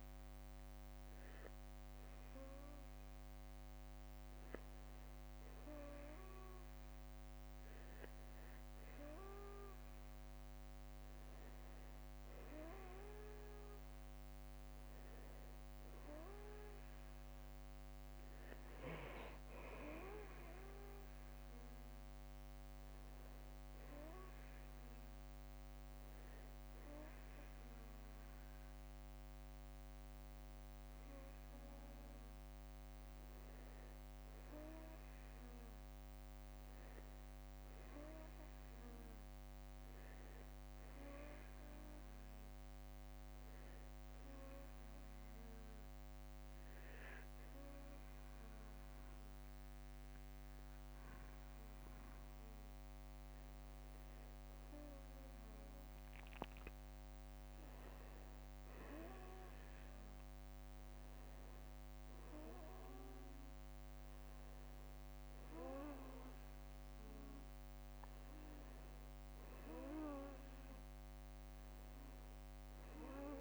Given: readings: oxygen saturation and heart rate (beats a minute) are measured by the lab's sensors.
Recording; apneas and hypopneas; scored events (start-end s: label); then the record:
breathing in sleep by a microphone on the trachea; 1
16.00-33.00 s: oxygen desaturation (device-marked, oxygen 94% before, 91% lowest, heart rate 59 before, 44 extreme)
23.50-25.50 s: long interval between heartbeats (device-marked, heart rate 59 before, 56 extreme)
32.00-36.50 s: arousal
44.00-55.00 s: hypopnea (oxygen 94% before, 91% lowest, heart rate 55 before, 45 extreme, up 10 after)
54.00-56.00 s: long interval between heartbeats (device-marked, heart rate 55 before, 49 extreme)
57.00-61.00 s: arousal
61.50-63.50 s: long interval between heartbeats (device-marked, heart rate 55 before, 58 extreme)
71.00-73.41 s: oxygen desaturation (device-marked, oxygen 94% before, 91% lowest, heart rate 53 before, 45 extreme)
From the record:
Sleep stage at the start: N2 (light sleep); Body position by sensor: on the back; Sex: male